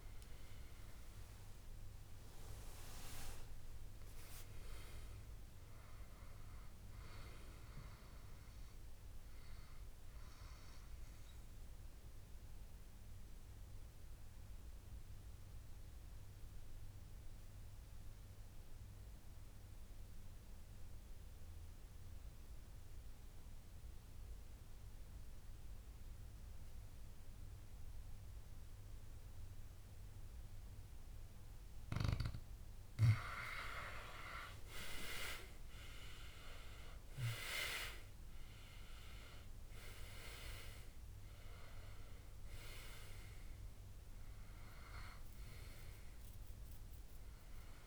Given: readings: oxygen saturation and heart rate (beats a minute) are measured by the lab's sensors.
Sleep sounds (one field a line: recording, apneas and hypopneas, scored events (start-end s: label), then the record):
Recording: breathing in sleep by a room microphone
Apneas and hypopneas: 1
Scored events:
1.00-4.50 s: arousal
5.00-47.87 s: new sleep stage, N2 (light sleep)
11.00-32.50 s: obstructive apnea (oxygen 99% before, 91% lowest, heart rate 73 before, 63 extreme, up 17 after)
29.00-47.87 s: oxygen desaturation (device-marked, oxygen 98% before, 91% lowest, heart rate 68 before, 61 extreme)
35.50-37.50 s: long interval between heartbeats (device-marked, heart rate 64 before, 69 extreme)
35.50-40.50 s: arousal
From the record:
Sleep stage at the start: N1 (lightest sleep)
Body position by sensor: on the back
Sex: male